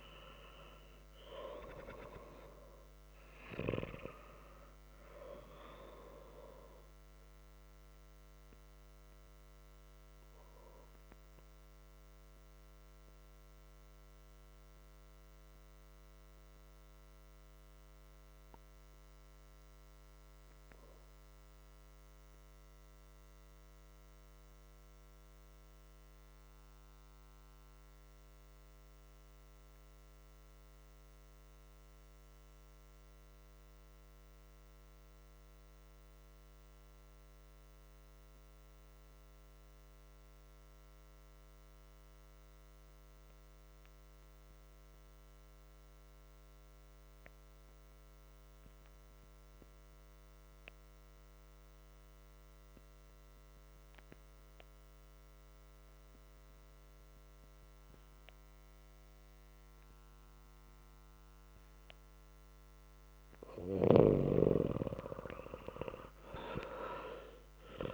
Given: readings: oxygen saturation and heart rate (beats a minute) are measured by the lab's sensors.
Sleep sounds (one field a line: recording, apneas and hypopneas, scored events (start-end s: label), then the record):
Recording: breathing in sleep by a microphone on the trachea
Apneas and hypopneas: 1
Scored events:
0.00-16.00 s: oxygen desaturation (device-marked, oxygen 91% lowest, heart rate 59 extreme)
12.50-62.50 s: mixed apnea (oxygen 96% before, 92% lowest, heart rate 63 before, 59 extreme, up 2 after)
63.50-67.93 s: arousal
From the record:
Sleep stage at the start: N2 (light sleep)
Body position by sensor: on the back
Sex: male